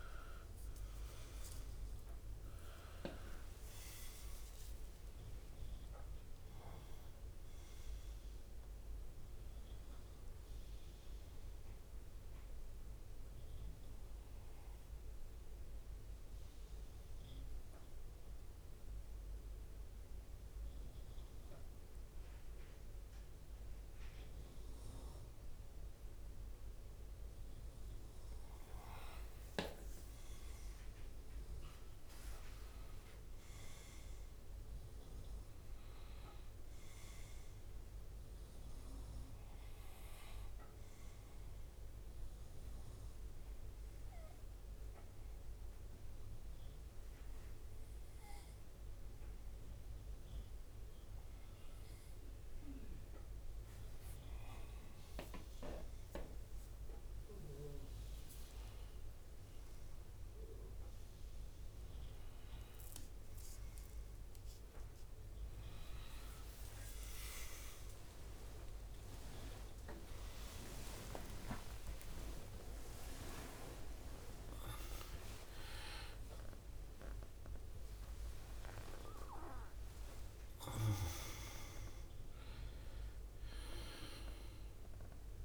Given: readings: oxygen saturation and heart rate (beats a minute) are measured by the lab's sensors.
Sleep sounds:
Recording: breathing in sleep by a room microphone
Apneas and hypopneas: 2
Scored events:
0.00-1.00 s: leg movement (device-marked)
0.00-3.50 s: arousal
0.00-15.50 s: drop in pulse transit time (device-marked, heart rate 58 extreme)
2.00-7.00 s: leg movement (device-marked)
12.50-25.50 s: obstructive apnea (oxygen 97% before, 94% lowest, heart rate 68 before, 56 extreme, up 5 after)
29.00-33.00 s: arousal
42.00-54.50 s: hypopnea (oxygen 98% before, 94% lowest, heart rate 58 before, 56 extreme, up 7 after)
57.50-58.50 s: leg movement (device-marked)
67.00-71.50 s: arousal
72.50-85.45 s: drop in pulse transit time (device-marked, heart rate 62 before, 70 extreme)
From the record:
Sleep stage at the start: N2 (light sleep)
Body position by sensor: on the back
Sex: male

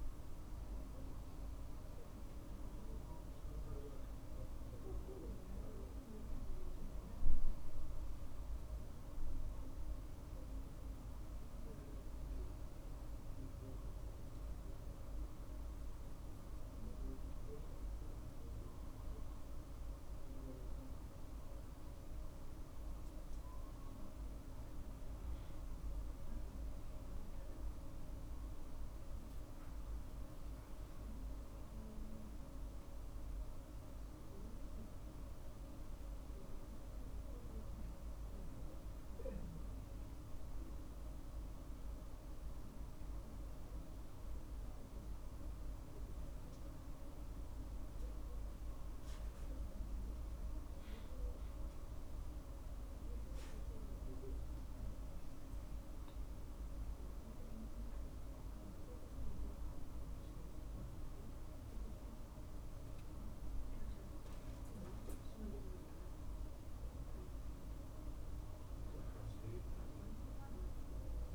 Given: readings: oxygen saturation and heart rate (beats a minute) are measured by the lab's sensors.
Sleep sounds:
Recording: breathing in sleep, hard to hear, by a room microphone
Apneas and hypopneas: none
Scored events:
25.50-29.50 s: arousal
29.00-31.00 s: long interval between heartbeats (device-marked, heart rate 50 before, 61 extreme)
39.00-69.00 s: new sleep stage, N1 (lightest sleep)
69.00-71.34 s: new sleep stage, N2 (light sleep)
From the record:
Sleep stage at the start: N2 (light sleep)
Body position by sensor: on the right side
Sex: male

